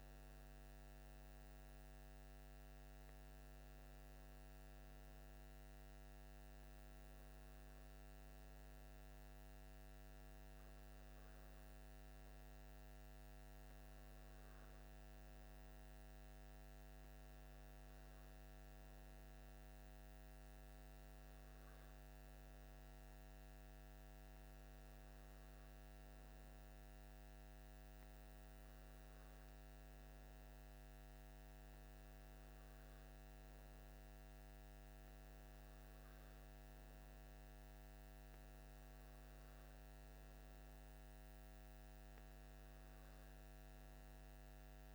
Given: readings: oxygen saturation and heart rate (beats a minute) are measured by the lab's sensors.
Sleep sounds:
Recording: breathing in sleep, hard to hear, by a microphone on the trachea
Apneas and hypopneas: none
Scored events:
none scored
From the record:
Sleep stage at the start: N2 (light sleep)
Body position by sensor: on the left side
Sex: male

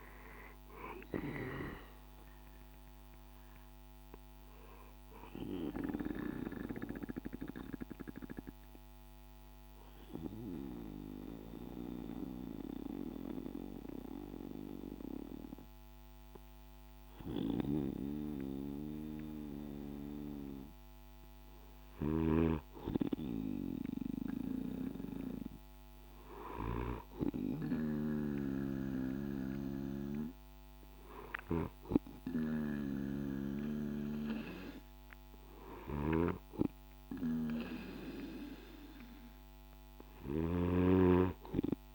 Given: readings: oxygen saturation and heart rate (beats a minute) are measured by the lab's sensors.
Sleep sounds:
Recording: breathing in sleep by a microphone on the trachea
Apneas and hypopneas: 1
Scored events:
0.00-9.00 s: drop in pulse transit time (device-marked, heart rate 52 extreme)
0.00-22.00 s: oxygen desaturation (device-marked, oxygen 90% lowest, heart rate 51 extreme)
5.50-20.00 s: obstructive apnea (oxygen 98% before, 90% lowest, heart rate 58 before, 51 extreme, up 6 after)
24.00-28.50 s: arousal
30.00-41.95 s: oxygen desaturation (device-marked, oxygen 98% before, 92% lowest, heart rate 53 before, 54 extreme)
From the record:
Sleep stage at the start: N2 (light sleep)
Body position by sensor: on the right side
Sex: male

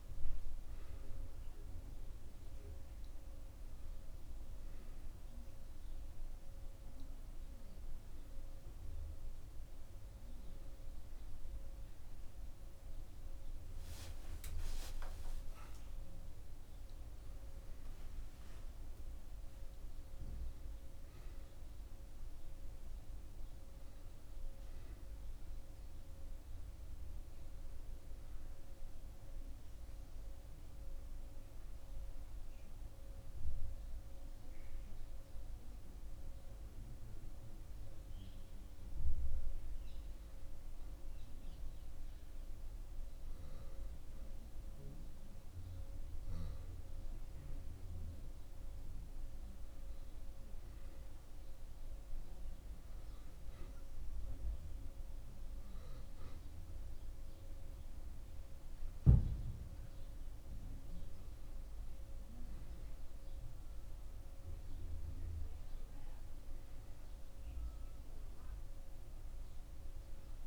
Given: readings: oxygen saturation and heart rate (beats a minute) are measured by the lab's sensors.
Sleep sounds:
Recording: a person partly awake in a sleep study, hard to hear, by a room microphone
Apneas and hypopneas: 1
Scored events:
16.50-70.47 s: new sleep stage, N2 (light sleep)
33.00-46.50 s: hypopnea (oxygen 99% before, 91% lowest)
46.50-51.00 s: arousal
53.50-66.50 s: oxygen desaturation (device-marked, oxygen 96% before, 92% lowest)
From the record:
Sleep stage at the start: awake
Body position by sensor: on the back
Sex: male

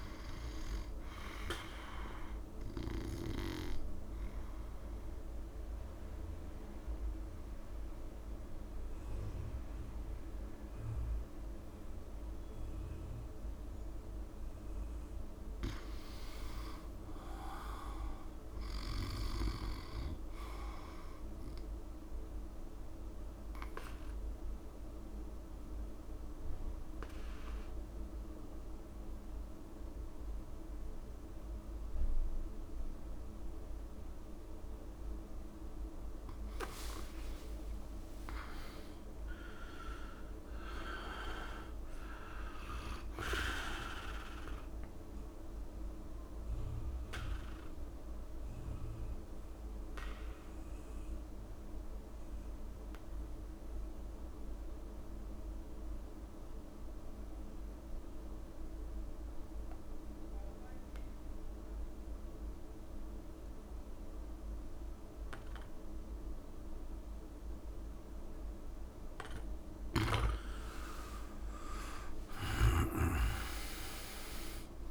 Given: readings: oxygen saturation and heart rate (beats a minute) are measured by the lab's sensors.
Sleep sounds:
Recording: breathing in sleep by a room microphone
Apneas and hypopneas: 3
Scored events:
0.00-12.00 s: oxygen desaturation (device-marked, oxygen 89% lowest, heart rate 70 extreme)
3.50-14.50 s: obstructive apnea (oxygen 98% before, 89% lowest, heart rate 73 before, 70 extreme, up 7 after)
16.00-19.00 s: arousal
23.00-35.00 s: oxygen desaturation (device-marked, oxygen 98% before, 94% lowest, heart rate 74 before, 70 extreme)
23.00-35.50 s: obstructive apnea (oxygen 98% before, 88% lowest, heart rate 74 before, 70 extreme, up 18 after)
36.50-39.50 s: arousal
37.00-39.00 s: long interval between heartbeats (device-marked, heart rate 74 before, 86 extreme)
43.00-59.00 s: oxygen desaturation (device-marked, oxygen 96% before, 89% lowest, heart rate 77 before, 70 extreme)
45.50-68.50 s: obstructive apnea (oxygen 98% before, 86% lowest, heart rate 77 before, 70 extreme, up 8 after)
71.00-74.91 s: oxygen desaturation (device-marked, oxygen 98% before, 88% lowest, heart rate 72 before, 70 extreme)
71.50-74.91 s: arousal
72.00-74.00 s: long interval between heartbeats (device-marked, heart rate 72 before, 74 extreme)
72.50-74.91 s: snoring (device-marked)
From the record:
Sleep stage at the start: N2 (light sleep)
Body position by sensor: on the back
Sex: male

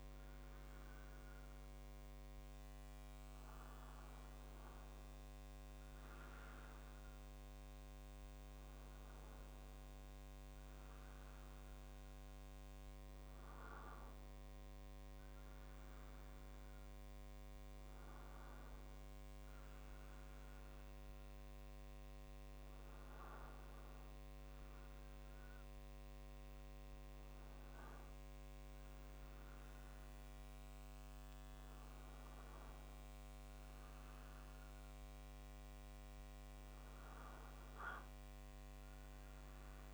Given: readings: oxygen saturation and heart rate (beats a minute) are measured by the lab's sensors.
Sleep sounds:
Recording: a person awake in a sleep study, hard to hear, by a microphone on the trachea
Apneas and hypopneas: none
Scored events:
none scored
From the record:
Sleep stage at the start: awake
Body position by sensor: on the right side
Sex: male

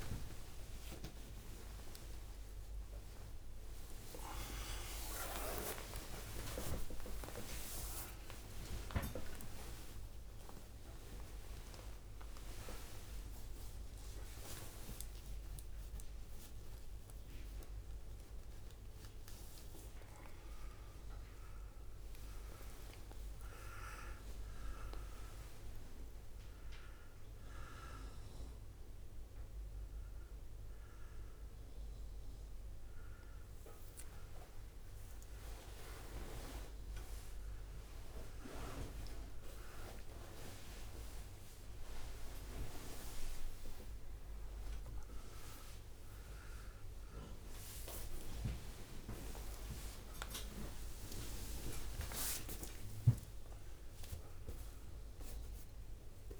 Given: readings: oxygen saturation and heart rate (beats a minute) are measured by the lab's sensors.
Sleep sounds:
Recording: a person awake in a sleep study, by a room microphone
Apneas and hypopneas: none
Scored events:
0.00-1.50 s: long interval between heartbeats (device-marked, heart rate 89 extreme)
0.00-11.00 s: oxygen desaturation (device-marked, oxygen 93% lowest, heart rate 57 extreme)
0.00-15.00 s: tachycardia (device-marked, heart rate 142 extreme)
0.00-24.00 s: drop in pulse transit time (device-marked, heart rate 64 extreme)
3.00-5.00 s: long interval between heartbeats (device-marked, heart rate 67 before, 120 extreme)
5.00-7.00 s: long interval between heartbeats (device-marked, heart rate 75 before, 138 extreme)
10.50-12.50 s: long interval between heartbeats (device-marked, heart rate 96 before, 109 extreme)
12.50-14.50 s: long interval between heartbeats (device-marked, heart rate 101 before, 125 extreme)
13.00-29.00 s: oxygen desaturation (device-marked, oxygen 96% before, 91% lowest, heart rate 104 before, 57 extreme)
21.00-24.00 s: tachycardia (device-marked, heart rate 66 before, 99 extreme)
21.50-25.50 s: leg movement (device-marked)
22.50-24.50 s: long interval between heartbeats (device-marked, heart rate 120 before, 80 extreme)
33.50-34.50 s: leg movement (device-marked)
35.00-43.50 s: leg movement (device-marked)
45.00-56.40 s: drop in pulse transit time (device-marked, heart rate 74 before, 71 extreme)
50.50-52.50 s: long interval between heartbeats (device-marked, heart rate 69 before, 86 extreme)
53.00-56.40 s: tachycardia (device-marked, heart rate 67 before, 114 extreme)
From the record:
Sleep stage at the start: awake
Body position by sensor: on the right side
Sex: male

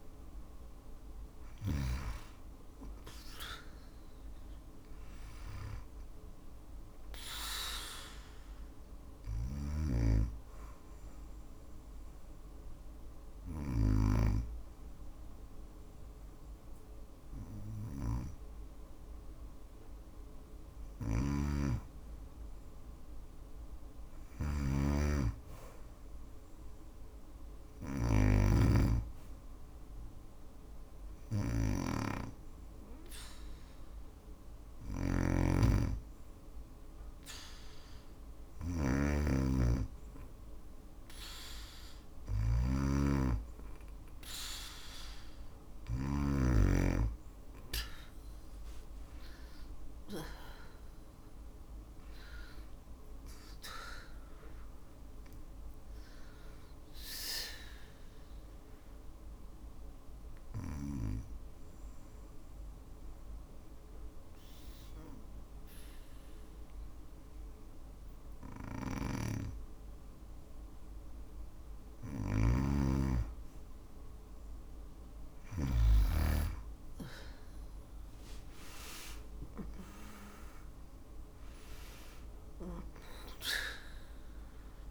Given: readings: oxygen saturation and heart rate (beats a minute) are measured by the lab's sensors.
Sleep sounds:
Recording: breathing in sleep by a room microphone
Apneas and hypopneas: 2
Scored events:
0.00-1.00 s: snoring (device-marked)
0.00-3.00 s: arousal
2.50-21.50 s: oxygen desaturation (device-marked, oxygen 96% before, 93% lowest, heart rate 58 before, 57 extreme)
8.50-45.50 s: snoring (device-marked)
9.00-21.00 s: hypopnea (oxygen 96% before, 93% lowest, heart rate 59 before, 57 extreme, up 3 after)
22.50-26.00 s: arousal
50.50-54.50 s: arousal
58.00-69.50 s: obstructive apnea (oxygen 96% before, 91% lowest, heart rate 60 before, 56 extreme, up 13 after)
68.00-75.00 s: snoring (device-marked)
77.00-82.00 s: arousal
77.50-84.90 s: oxygen desaturation (device-marked, oxygen 97% before, 91% lowest, heart rate 58 before, 56 extreme)
From the record:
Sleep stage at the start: N2 (light sleep)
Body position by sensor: on the back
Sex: female

